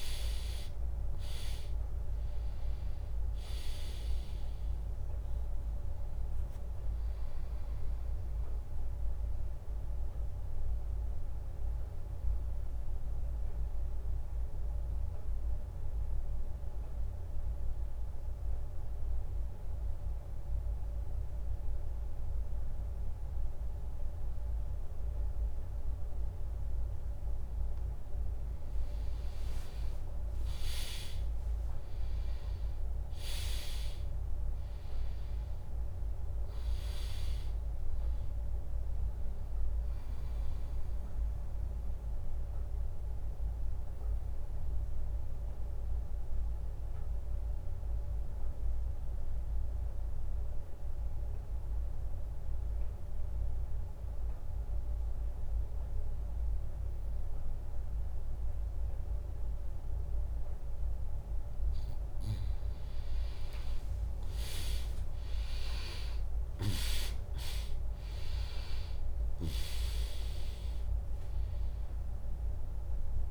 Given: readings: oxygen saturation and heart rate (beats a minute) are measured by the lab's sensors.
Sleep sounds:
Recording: breathing in sleep by a room microphone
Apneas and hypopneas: 2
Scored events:
0.00-9.00 s: drop in pulse transit time (device-marked, heart rate 58 extreme)
0.00-24.00 s: oxygen desaturation (device-marked, oxygen 100% before, 96% lowest, heart rate 72 before, 61 extreme)
8.50-26.50 s: obstructive apnea (oxygen 100% before, 95% lowest, heart rate 67 before, 61 extreme, up 9 after)
29.50-31.50 s: long interval between heartbeats (device-marked, heart rate 66 before, 70 extreme)
29.50-32.00 s: arousal
30.00-39.00 s: drop in pulse transit time (device-marked, heart rate 65 before, 63 extreme)
34.00-53.00 s: oxygen desaturation (device-marked, oxygen 100% before, 96% lowest, heart rate 66 before, 59 extreme)
40.50-61.50 s: obstructive apnea (oxygen 100% before, 95% lowest, heart rate 67 before, 59 extreme, up 17 after)
47.00-56.00 s: drop in pulse transit time (device-marked, heart rate 68 before, 72 extreme)
64.00-68.00 s: arousal
66.00-73.31 s: oxygen desaturation (device-marked, oxygen 100% before, 95% lowest, heart rate 70 before, 65 extreme)
67.00-69.00 s: long interval between heartbeats (device-marked, heart rate 70 before, 74 extreme)
68.00-73.31 s: drop in pulse transit time (device-marked, heart rate 71 before, 74 extreme)
68.00-73.31 s: tachycardia (device-marked, heart rate 73 before, 112 extreme)
71.50-73.31 s: long interval between heartbeats (device-marked, heart rate 71 before, 108 extreme)
From the record:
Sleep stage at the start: N2 (light sleep)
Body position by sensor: on the back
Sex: female

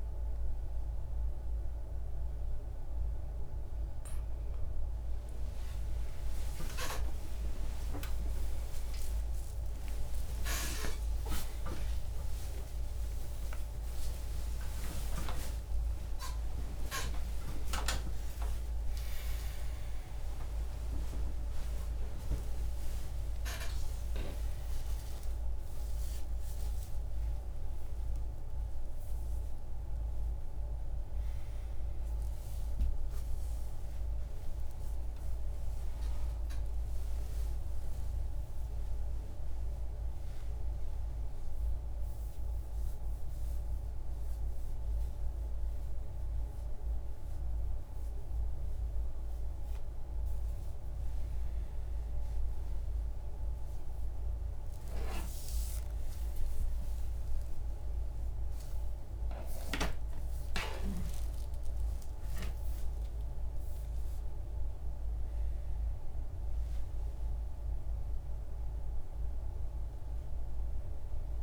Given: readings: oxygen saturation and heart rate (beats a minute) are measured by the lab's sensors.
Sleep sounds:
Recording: a person awake in a sleep study, by a room microphone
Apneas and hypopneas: none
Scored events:
49.50-69.50 s: oxygen desaturation (device-marked, oxygen 98% before, 92% lowest, heart rate 98 before, 62 extreme)
66.50-71.43 s: new sleep stage, N1 (lightest sleep)
From the record:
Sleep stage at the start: awake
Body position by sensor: on the back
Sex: male

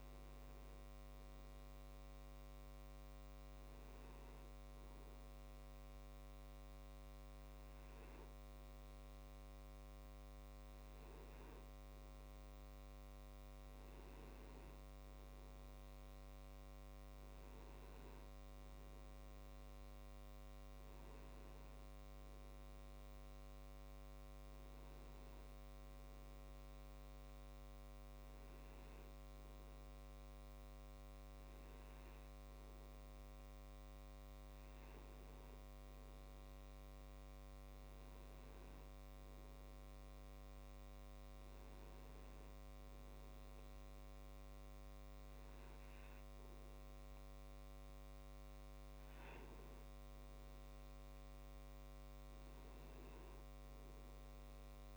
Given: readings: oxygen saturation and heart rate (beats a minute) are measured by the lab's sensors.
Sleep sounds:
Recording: breathing in sleep, hard to hear, by a microphone on the trachea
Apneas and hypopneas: none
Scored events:
10.00-54.97 s: new sleep stage, N2 (light sleep)
From the record:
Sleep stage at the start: N1 (lightest sleep)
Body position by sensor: on the back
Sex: male

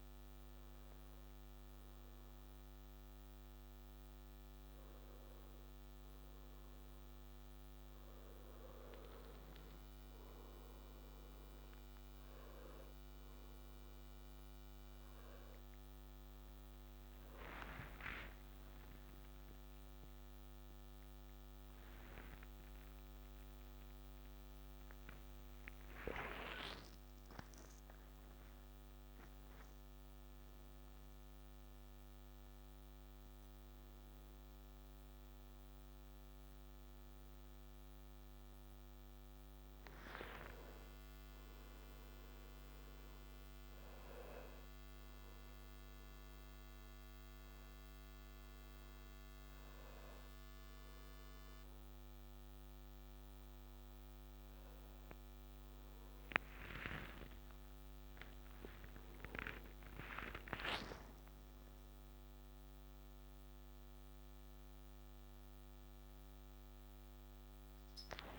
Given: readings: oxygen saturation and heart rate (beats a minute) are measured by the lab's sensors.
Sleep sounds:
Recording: a person awake in a sleep study, by a microphone on the trachea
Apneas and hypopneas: none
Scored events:
0.50-68.39 s: new sleep stage, awake
From the record:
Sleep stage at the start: N1 (lightest sleep)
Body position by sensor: on the back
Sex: male

